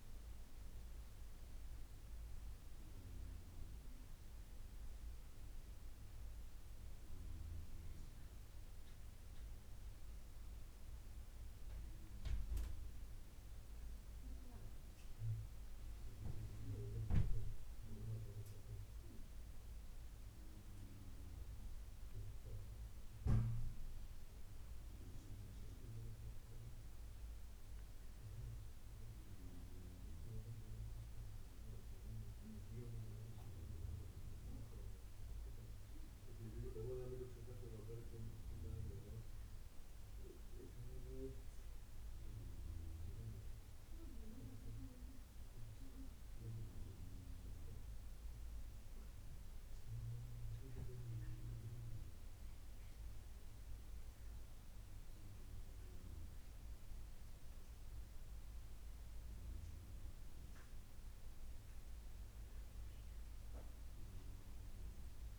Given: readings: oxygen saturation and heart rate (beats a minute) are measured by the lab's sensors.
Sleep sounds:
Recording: breathing in sleep by a room microphone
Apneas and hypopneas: none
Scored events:
0.00-13.50 s: drop in pulse transit time (device-marked, heart rate 83 extreme)
55.50-65.39 s: new sleep stage, N2 (light sleep)
From the record:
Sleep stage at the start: N1 (lightest sleep)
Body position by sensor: on the right side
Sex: female

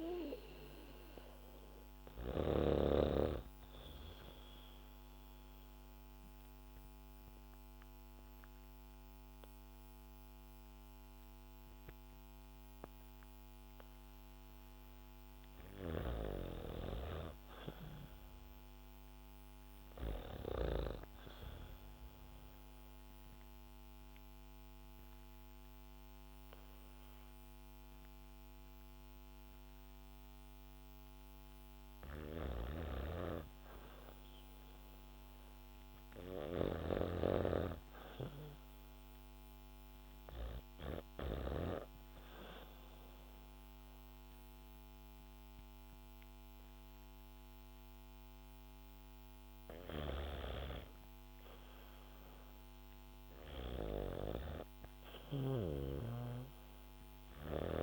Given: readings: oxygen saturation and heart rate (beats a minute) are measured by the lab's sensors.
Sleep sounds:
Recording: breathing in sleep by a microphone on the trachea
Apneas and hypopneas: 2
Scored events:
0.00-2.00 s: snoring (device-marked)
4.00-16.00 s: obstructive apnea (oxygen 99% before, 95% lowest, heart rate 93 before, 64 extreme, up 4 after)
15.00-20.00 s: snoring (device-marked)
18.50-22.00 s: arousal
21.00-32.00 s: oxygen desaturation (device-marked, oxygen 99% before, 96% lowest, heart rate 68 before, 64 extreme)
31.50-41.00 s: snoring (device-marked)
33.50-37.00 s: arousal
42.00-53.00 s: obstructive apnea (oxygen 99% before, 92% lowest, heart rate 66 before, 65 extreme, up 5 after)
53.00-57.83 s: snoring (device-marked)
54.00-57.83 s: new sleep stage, REM sleep
From the record:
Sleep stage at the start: N2 (light sleep)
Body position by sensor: on the back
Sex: female

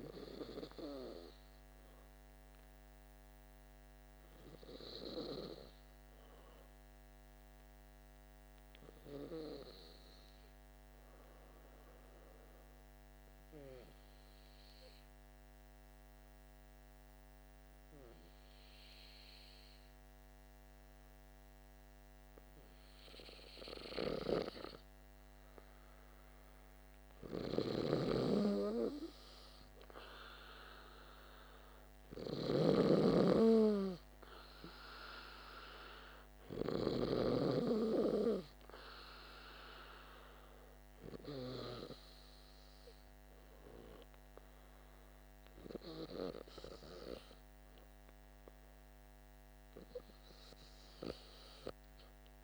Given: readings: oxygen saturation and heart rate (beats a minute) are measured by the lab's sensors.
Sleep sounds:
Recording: breathing in sleep by a microphone on the trachea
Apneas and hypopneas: 1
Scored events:
0.00-3.50 s: oxygen desaturation (device-marked, oxygen 90% lowest, heart rate 49 extreme)
5.50-21.00 s: hypopnea (oxygen 99% before, 93% lowest, heart rate 53 before, 49 extreme, up 2 after)
22.50-25.50 s: arousal
24.50-52.44 s: oxygen desaturation (device-marked, oxygen 99% before, 93% lowest, heart rate 49 before, 50 extreme)
27.00-37.00 s: snoring (device-marked)
From the record:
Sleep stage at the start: N2 (light sleep)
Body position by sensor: on the back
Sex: male

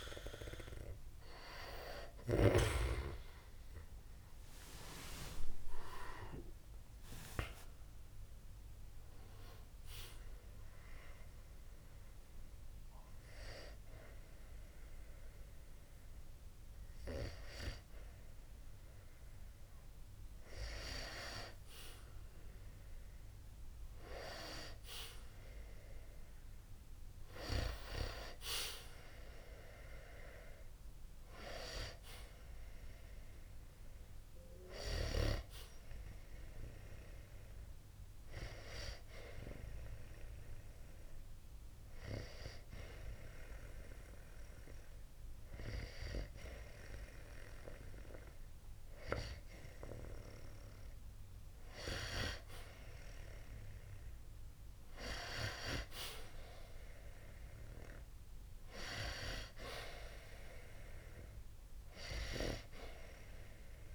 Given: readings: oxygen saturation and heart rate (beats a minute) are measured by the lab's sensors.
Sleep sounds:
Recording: breathing in sleep by a room microphone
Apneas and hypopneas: 2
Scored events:
0.00-2.00 s: snoring (device-marked)
1.00-4.50 s: arousal
10.00-20.50 s: hypopnea (oxygen 95% before, 90% lowest, heart rate 62 before, 60 extreme, up 9 after)
23.50-27.50 s: arousal
30.00-43.00 s: oxygen desaturation (device-marked, oxygen 94% before, 90% lowest, heart rate 65 before, 60 extreme)
38.50-51.00 s: hypopnea (oxygen 94% before, 90% lowest, heart rate 64 before, 60 extreme, up 9 after)
54.00-57.50 s: arousal
57.00-63.95 s: oxygen desaturation (device-marked, oxygen 94% before, 90% lowest, heart rate 65 before, 60 extreme)
From the record:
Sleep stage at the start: N2 (light sleep)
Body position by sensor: on the back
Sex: male

